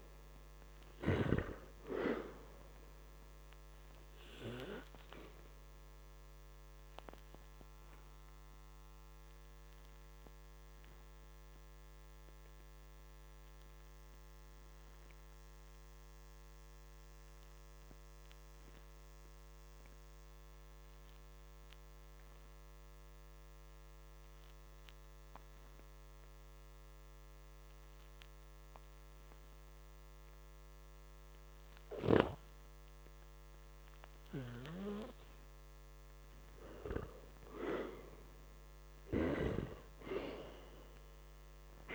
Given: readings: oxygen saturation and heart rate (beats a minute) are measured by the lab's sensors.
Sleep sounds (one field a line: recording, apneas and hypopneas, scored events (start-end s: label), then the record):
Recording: breathing in sleep by a microphone on the trachea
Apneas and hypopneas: 2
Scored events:
0.00-3.00 s: oxygen desaturation (device-marked, oxygen 94% lowest, heart rate 55 extreme)
3.00-15.00 s: hypopnea (oxygen 98% before, 88% lowest, heart rate 55 before, 53 extreme, up 0 after)
14.00-31.00 s: oxygen desaturation (device-marked, oxygen 96% before, 88% lowest, heart rate 58 before, 53 extreme)
17.00-19.50 s: arousal
22.50-34.50 s: obstructive apnea (oxygen 97% before, 88% lowest, heart rate 59 before, 53 extreme, up 4 after)
38.00-41.94 s: arousal
From the record:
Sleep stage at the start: N2 (light sleep)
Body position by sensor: on the back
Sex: male